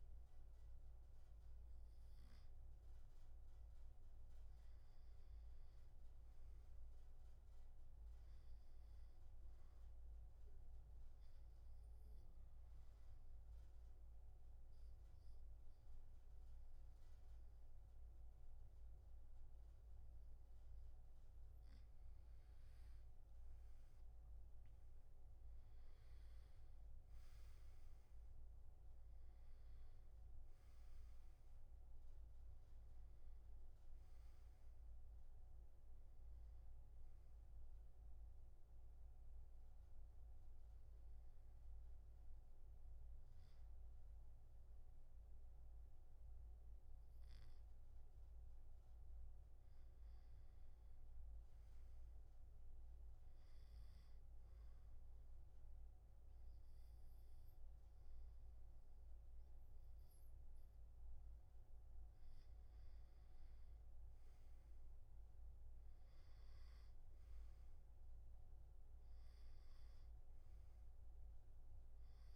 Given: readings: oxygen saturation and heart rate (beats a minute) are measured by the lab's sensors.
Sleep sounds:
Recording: breathing in sleep, hard to hear, by a room microphone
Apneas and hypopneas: 2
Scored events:
0.00-6.00 s: oxygen desaturation (device-marked, oxygen 92% lowest, heart rate 67 extreme)
10.50-21.00 s: obstructive apnea (oxygen 95% before, 87% lowest, heart rate 70 before, 67 extreme, up 8 after)
23.50-27.50 s: arousal
30.00-42.00 s: oxygen desaturation (device-marked, oxygen 94% before, 87% lowest, heart rate 71 before, 67 extreme)
37.50-49.00 s: hypopnea (oxygen 95% before, 87% lowest, heart rate 73 before, 67 extreme, up 3 after)
52.00-54.50 s: arousal
54.00-67.00 s: oxygen desaturation (device-marked, oxygen 98% before, 92% lowest, heart rate 70 before, 64 extreme)
From the record:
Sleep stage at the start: N2 (light sleep)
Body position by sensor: on the back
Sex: male

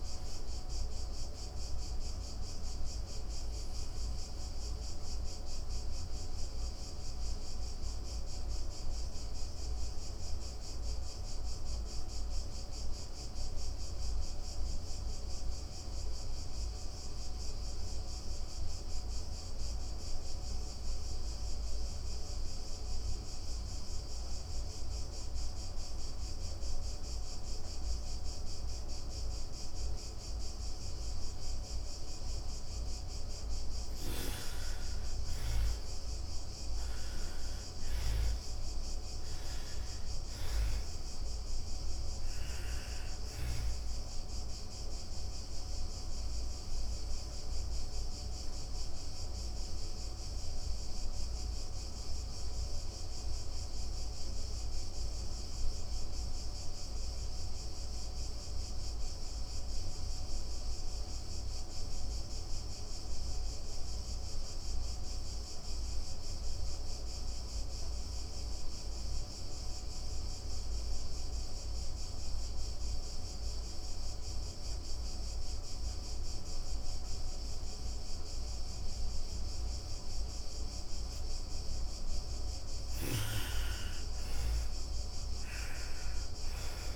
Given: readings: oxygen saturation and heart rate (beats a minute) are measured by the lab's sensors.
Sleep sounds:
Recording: breathing in sleep, hard to hear, by a room microphone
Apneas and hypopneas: 2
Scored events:
0.00-16.50 s: oxygen desaturation (device-marked, oxygen 80% lowest, heart rate 55 extreme)
5.00-32.50 s: obstructive apnea (oxygen 97% before, 80% lowest, heart rate 100 before, 69 extreme)
28.50-60.50 s: oxygen desaturation (device-marked, oxygen 98% before, 82% lowest, heart rate 106 before, 95 extreme)
33.50-38.00 s: arousal
45.50-81.00 s: obstructive apnea (oxygen 99% before, 80% lowest, heart rate 154 before, 95 extreme, up 40 after)
73.50-86.96 s: oxygen desaturation (device-marked, oxygen 98% before, 80% lowest, heart rate 132 before, 135 extreme)
82.00-86.50 s: arousal
From the record:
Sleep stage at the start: N2 (light sleep)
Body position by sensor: on the back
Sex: female

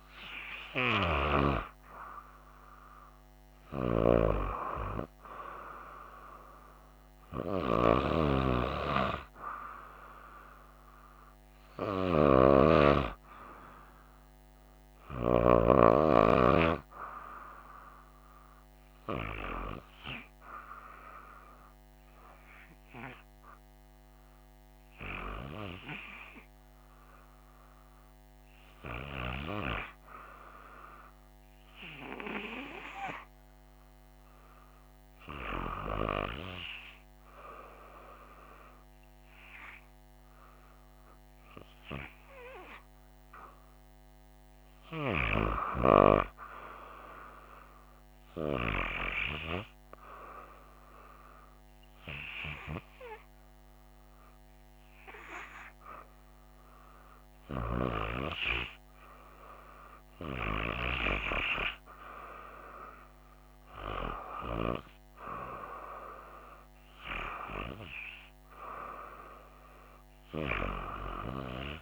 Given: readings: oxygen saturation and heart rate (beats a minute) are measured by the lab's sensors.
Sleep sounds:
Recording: breathing in sleep by a microphone on the trachea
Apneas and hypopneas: none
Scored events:
40.00-71.82 s: new sleep stage, REM sleep
From the record:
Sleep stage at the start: N2 (light sleep)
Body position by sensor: on the right side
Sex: female

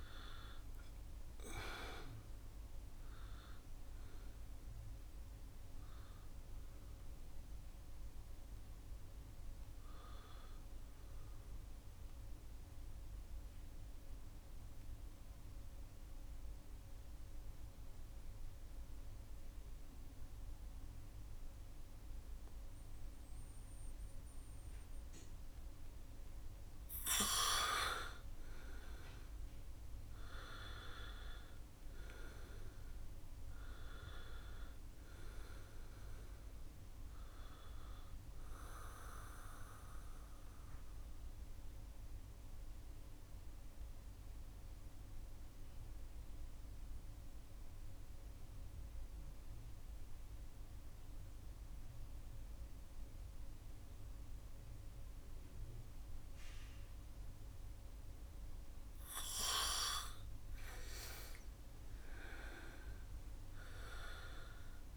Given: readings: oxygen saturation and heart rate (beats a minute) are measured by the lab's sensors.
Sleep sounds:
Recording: breathing in sleep by a room microphone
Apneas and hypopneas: 2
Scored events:
0.00-22.00 s: oxygen desaturation (device-marked, oxygen 75% lowest, heart rate 60 extreme)
8.00-26.00 s: central apnea (oxygen 99% before, 75% lowest, heart rate 91 before, 58 extreme, up 3 after)
24.00-53.00 s: oxygen desaturation (device-marked, oxygen 99% before, 81% lowest, heart rate 73 before, 58 extreme)
28.50-33.00 s: arousal
40.50-58.00 s: mixed apnea (oxygen 99% before, 80% lowest, heart rate 69 before, 58 extreme, up 11 after)
43.00-48.00 s: bradycardia (device-marked, heart rate 69 before, 59 extreme)
59.50-64.00 s: arousal
From the record:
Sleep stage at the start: N2 (light sleep)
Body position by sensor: on the back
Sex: male

